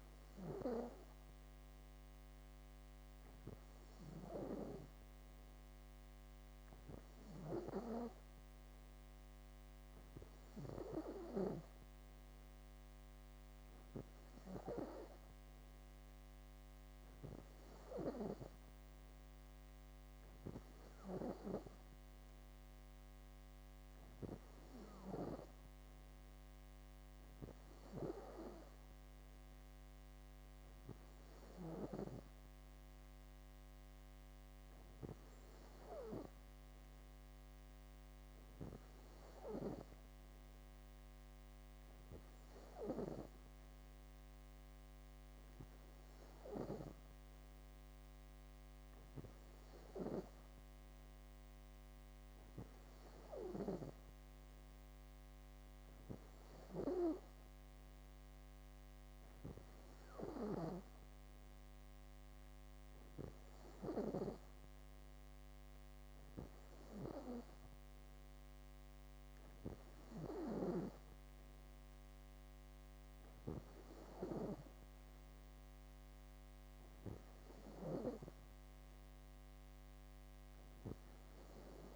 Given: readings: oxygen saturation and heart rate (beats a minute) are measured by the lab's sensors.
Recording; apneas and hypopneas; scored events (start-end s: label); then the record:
breathing in sleep by a microphone on the trachea; none
none scored
From the record:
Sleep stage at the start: N2 (light sleep); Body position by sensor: on the back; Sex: female